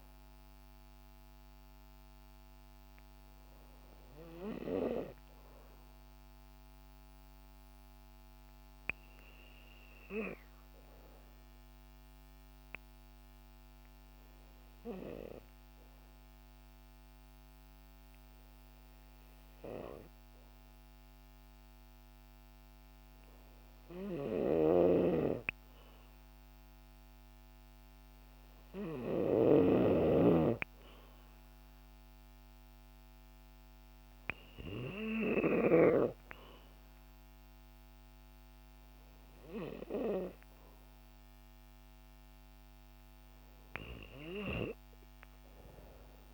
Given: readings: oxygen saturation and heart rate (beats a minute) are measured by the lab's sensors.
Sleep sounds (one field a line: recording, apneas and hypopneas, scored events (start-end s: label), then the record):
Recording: breathing in sleep by a microphone on the trachea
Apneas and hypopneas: 1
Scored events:
12.50-23.50 s: hypopnea (oxygen 95% before, 91% lowest, heart rate 59 before, 57 extreme, up 2 after)
24.50-29.50 s: snoring (device-marked)
26.00-29.00 s: arousal
28.50-46.34 s: oxygen desaturation (device-marked, oxygen 94% before, 91% lowest, heart rate 59 before, 57 extreme)
From the record:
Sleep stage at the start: N3 (deep sleep)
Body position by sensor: on the back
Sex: female